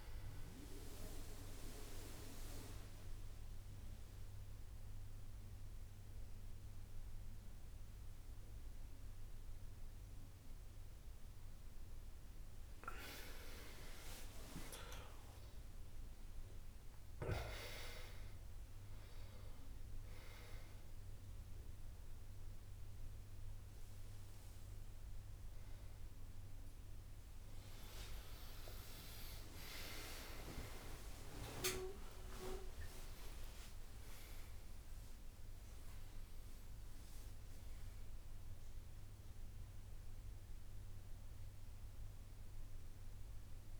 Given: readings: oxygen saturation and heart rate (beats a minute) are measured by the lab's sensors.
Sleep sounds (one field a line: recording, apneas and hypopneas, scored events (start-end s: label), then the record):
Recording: a person awake in a sleep study, by a room microphone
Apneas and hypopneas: none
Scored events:
0.00-1.50 s: drop in pulse transit time (device-marked, heart rate 69 extreme)
0.50-5.50 s: tachycardia (device-marked, heart rate 73 before, 104 extreme)
3.50-5.50 s: long interval between heartbeats (device-marked, heart rate 73 before, 102 extreme)
11.50-17.50 s: tachycardia (device-marked, heart rate 73 before, 126 extreme)
14.50-16.50 s: long interval between heartbeats (device-marked, heart rate 81 before, 114 extreme)
14.50-22.50 s: drop in pulse transit time (device-marked, heart rate 81 before, 76 extreme)
25.00-27.00 s: long interval between heartbeats (device-marked, heart rate 95 before, 88 extreme)
25.50-27.50 s: tachycardia (device-marked, heart rate 74 before, 88 extreme)
28.50-34.50 s: tachycardia (device-marked, heart rate 74 before, 123 extreme)
30.50-40.50 s: drop in pulse transit time (device-marked, heart rate 96 before, 77 extreme)
31.50-33.50 s: long interval between heartbeats (device-marked, heart rate 97 before, 102 extreme)
33.50-35.50 s: long interval between heartbeats (device-marked, heart rate 101 before, 114 extreme)
From the record:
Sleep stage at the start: awake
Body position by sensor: on the back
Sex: male